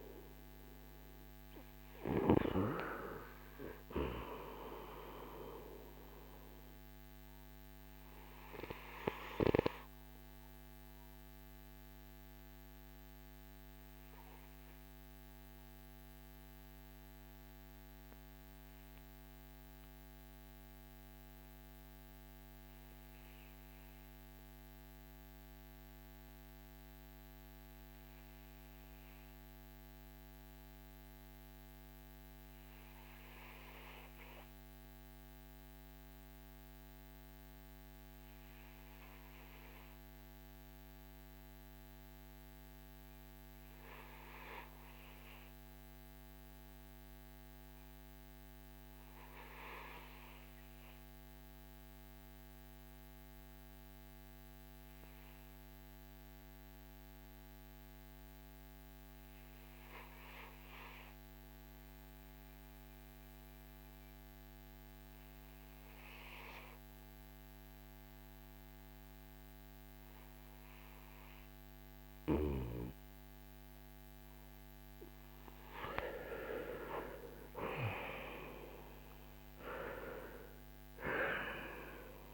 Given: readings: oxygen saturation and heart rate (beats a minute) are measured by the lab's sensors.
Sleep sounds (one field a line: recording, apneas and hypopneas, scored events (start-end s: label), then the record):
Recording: breathing in sleep by a microphone on the trachea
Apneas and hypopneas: 1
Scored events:
0.00-2.00 s: arousal
0.00-3.00 s: oxygen desaturation (device-marked, oxygen 79% lowest, heart rate 42 extreme)
7.00-82.34 s: new sleep stage, REM sleep
9.50-74.00 s: obstructive apnea (oxygen 97% before, 78% lowest, heart rate 53 before, 42 extreme, up 10 after)
43.00-82.34 s: oxygen desaturation (device-marked, oxygen 94% before, 79% lowest, heart rate 48 before, 42 extreme)
75.50-81.50 s: arousal
From the record:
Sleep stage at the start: N2 (light sleep)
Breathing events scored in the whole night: 340 in 7.2 hours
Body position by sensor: on the back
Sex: male